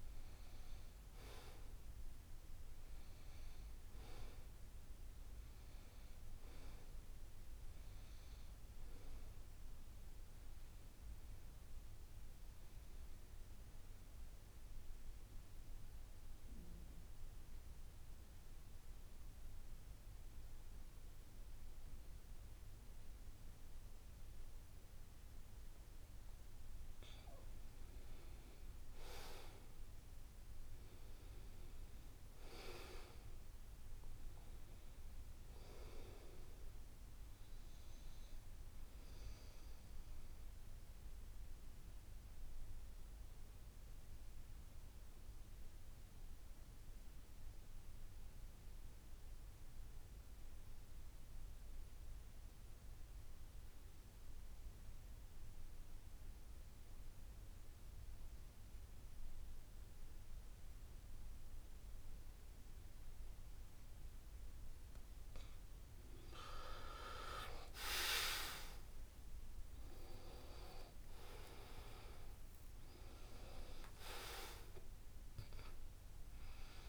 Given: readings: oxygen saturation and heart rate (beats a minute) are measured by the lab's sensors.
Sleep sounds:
breathing in sleep by a room microphone; 2
5.50-10.00 s: arousal
14.50-27.00 s: central apnea (oxygen 96% before, 88% lowest, heart rate 75 before, 71 extreme, up 5 after)
22.00-49.00 s: oxygen desaturation (device-marked, oxygen 95% before, 90% lowest, heart rate 74 before, 71 extreme)
29.50-34.50 s: arousal
40.00-65.50 s: obstructive apnea (oxygen 95% before, 87% lowest, heart rate 74 before, 70 extreme, up 4 after)
60.00-76.88 s: oxygen desaturation (device-marked, oxygen 94% before, 87% lowest, heart rate 72 before, 70 extreme)
From the record:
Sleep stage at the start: N2 (light sleep); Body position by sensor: on the back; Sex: male

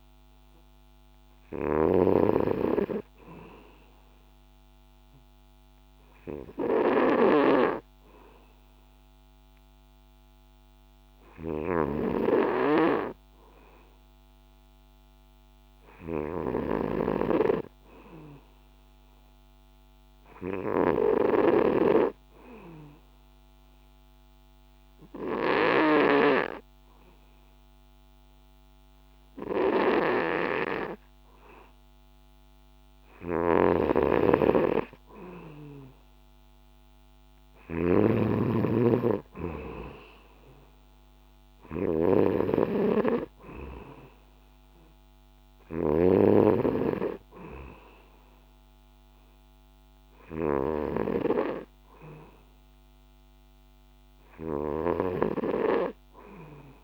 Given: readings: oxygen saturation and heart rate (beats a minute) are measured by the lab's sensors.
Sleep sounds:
breathing in sleep by a microphone on the trachea; 1
0.00-2.00 s: snoring (device-marked)
0.50-14.50 s: oxygen desaturation (device-marked, oxygen 96% before, 92% lowest, heart rate 65 before, 63 extreme)
11.50-26.50 s: snoring (device-marked)
17.50-21.00 s: arousal
23.00-34.50 s: obstructive apnea (oxygen 97% before, 90% lowest, heart rate 64 before, 64 extreme, up 1 after)
33.50-46.00 s: snoring (device-marked)
36.50-39.50 s: arousal
39.50-56.50 s: oxygen desaturation (device-marked, oxygen 95% before, 90% lowest, heart rate 65 before, 63 extreme)
54.50-56.83 s: snoring (device-marked)
From the record:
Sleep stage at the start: N2 (light sleep); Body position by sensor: on the back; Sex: male

